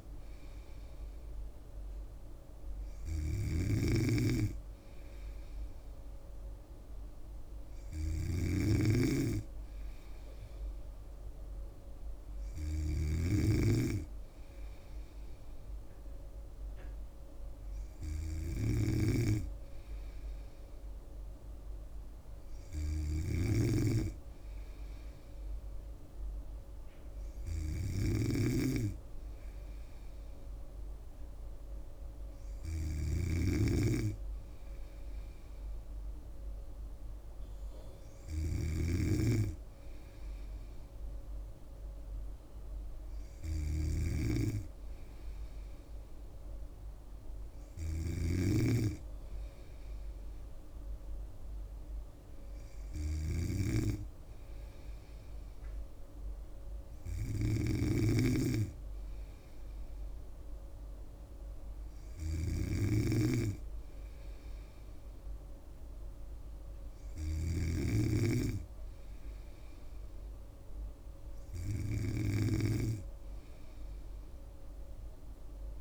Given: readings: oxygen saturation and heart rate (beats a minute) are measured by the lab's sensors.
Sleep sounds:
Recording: breathing in sleep by a room microphone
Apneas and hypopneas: none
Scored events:
0.00-75.81 s: snoring (device-marked)
From the record:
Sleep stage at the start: N2 (light sleep)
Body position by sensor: on the back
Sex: female

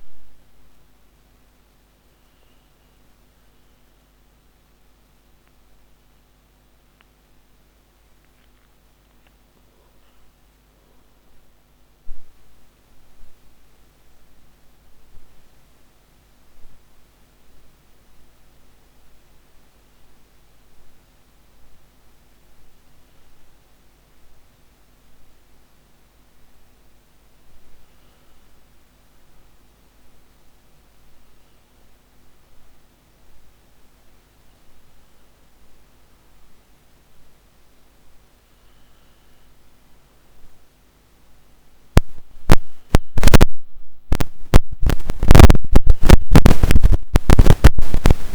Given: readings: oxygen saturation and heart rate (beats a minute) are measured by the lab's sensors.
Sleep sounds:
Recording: breathing in sleep by a microphone on the trachea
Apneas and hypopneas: none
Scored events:
none scored
From the record:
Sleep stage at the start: N1 (lightest sleep)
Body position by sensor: on the back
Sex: male

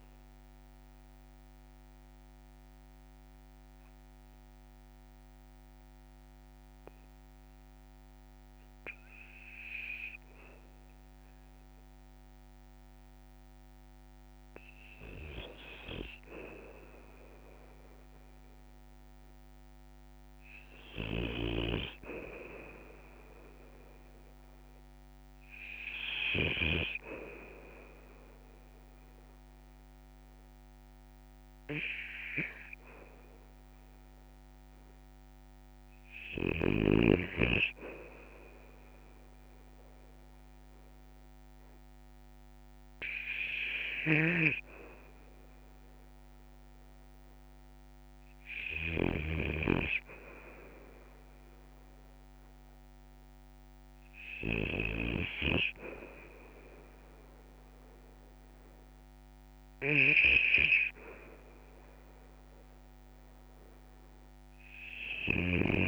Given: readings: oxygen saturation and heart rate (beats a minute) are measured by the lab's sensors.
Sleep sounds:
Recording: breathing in sleep by a microphone on the trachea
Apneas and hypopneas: 2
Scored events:
0.50-13.50 s: obstructive apnea (oxygen 96% before, 94% lowest, heart rate 61 before, 52 extreme, up 4 after)
17.50-22.00 s: arousal
21.00-26.50 s: snoring (device-marked)
33.50-46.50 s: oxygen desaturation (device-marked, oxygen 99% before, 95% lowest, heart rate 57 before, 52 extreme)
37.50-48.50 s: hypopnea (oxygen 99% before, 93% lowest, heart rate 57 before, 52 extreme, up 7 after)
44.00-49.00 s: snoring (device-marked)
54.00-58.00 s: arousal
From the record:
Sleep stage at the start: REM sleep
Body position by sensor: on the back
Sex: male

